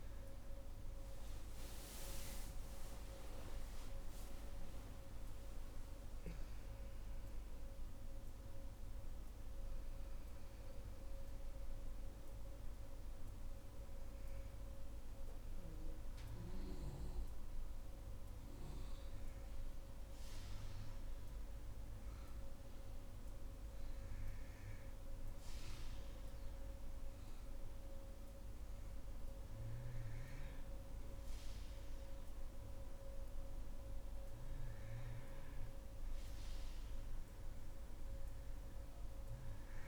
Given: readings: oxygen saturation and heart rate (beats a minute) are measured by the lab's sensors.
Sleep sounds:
breathing in sleep, hard to hear, by a room microphone; none
0.00-15.50 s: oxygen desaturation (device-marked, oxygen 89% lowest, heart rate 59 extreme)
36.50-39.88 s: oxygen desaturation (device-marked, oxygen 97% before, 93% lowest, heart rate 62 before, 59 extreme)
From the record:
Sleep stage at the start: N2 (light sleep); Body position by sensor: on the back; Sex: female

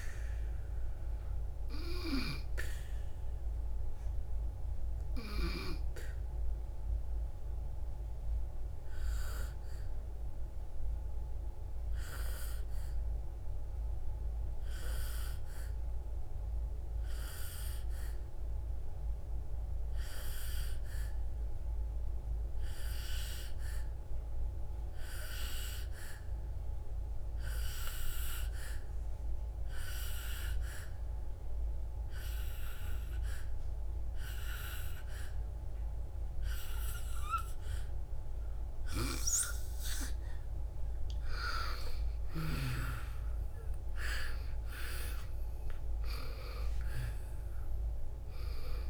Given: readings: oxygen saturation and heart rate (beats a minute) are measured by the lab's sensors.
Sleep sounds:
breathing in sleep by a room microphone; 1
0.00-10.50 s: oxygen desaturation (device-marked, oxygen 90% lowest, heart rate 55 extreme)
3.00-41.00 s: obstructive apnea (oxygen 98% before, 88% lowest, heart rate 67 before, 53 extreme, up 7 after)
16.50-26.50 s: oxygen desaturation (device-marked, oxygen 92% before, 88% lowest, heart rate 64 before, 59 extreme)
39.50-48.90 s: oxygen desaturation (device-marked, oxygen 97% before, 89% lowest, heart rate 62 before, 53 extreme)
43.00-47.00 s: arousal
From the record:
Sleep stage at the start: N2 (light sleep); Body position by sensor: on the back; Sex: female

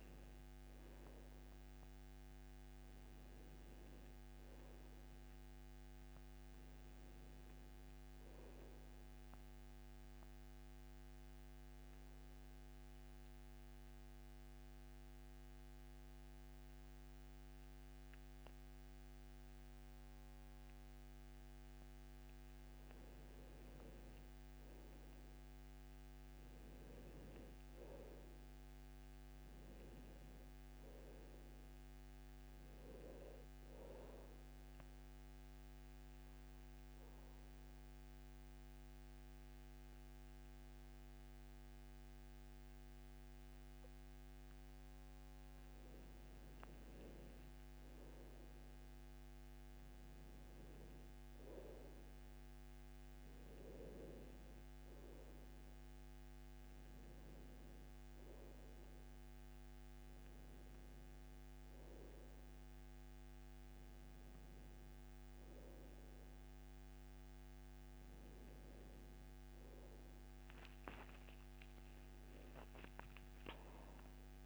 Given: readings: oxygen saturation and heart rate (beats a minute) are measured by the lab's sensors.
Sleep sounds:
breathing in sleep, hard to hear, by a microphone on the trachea; 2
8.00-74.46 s: new sleep stage, N2 (light sleep)
10.00-21.50 s: obstructive apnea (oxygen 98% before, 91% lowest, heart rate 73 before, 61 extreme, up 7 after)
24.00-28.00 s: arousal
29.00-43.00 s: oxygen desaturation (device-marked, oxygen 98% before, 91% lowest, heart rate 66 before, 66 extreme)
34.00-45.00 s: obstructive apnea (oxygen 98% before, 91% lowest, heart rate 65 before, 66 extreme, up 7 after)
46.50-50.00 s: arousal
52.00-65.00 s: oxygen desaturation (device-marked, oxygen 98% before, 93% lowest, heart rate 69 before, 63 extreme)
70.50-74.00 s: arousal
From the record:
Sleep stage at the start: N1 (lightest sleep); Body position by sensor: on the back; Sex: male

